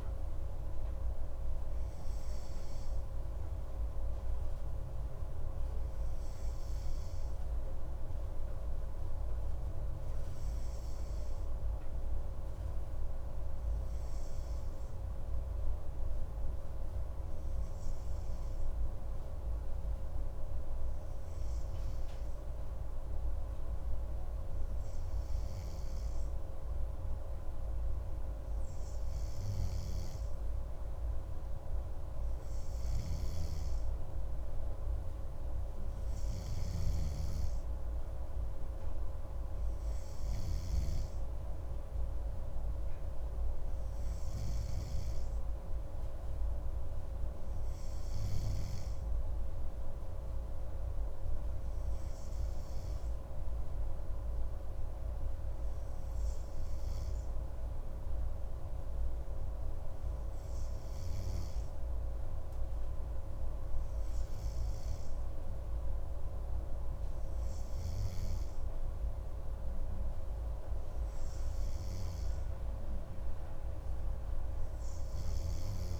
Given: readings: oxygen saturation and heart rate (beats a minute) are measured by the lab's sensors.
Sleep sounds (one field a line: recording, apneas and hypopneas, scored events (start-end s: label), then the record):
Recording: breathing in sleep, hard to hear, by a room microphone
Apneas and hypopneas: none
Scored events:
33.50-37.50 s: snoring (device-marked)
53.50-76.00 s: new sleep stage, N3 (deep sleep)
From the record:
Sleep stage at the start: N2 (light sleep)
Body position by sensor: on the right side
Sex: male